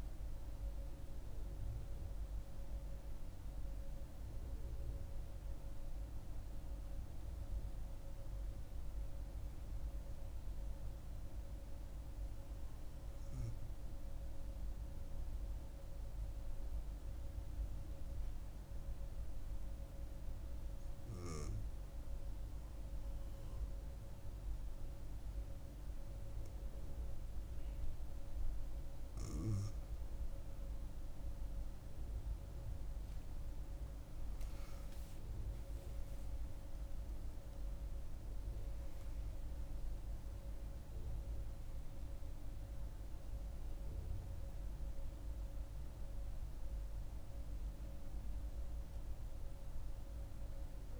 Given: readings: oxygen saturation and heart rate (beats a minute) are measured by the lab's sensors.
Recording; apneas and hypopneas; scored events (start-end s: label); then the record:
breathing in sleep, hard to hear, by a room microphone; 1
0.00-12.00 s: oxygen desaturation (device-marked, oxygen 93% lowest, heart rate 65 extreme)
14.00-29.00 s: hypopnea (oxygen 98% before, 93% lowest, heart rate 76 before, 65 extreme, up 10 after)
32.00-50.99 s: oxygen desaturation (device-marked, oxygen 97% before, 93% lowest, heart rate 67 before, 64 extreme)
32.50-36.00 s: arousal
From the record:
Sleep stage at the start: N2 (light sleep); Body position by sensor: on the right side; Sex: female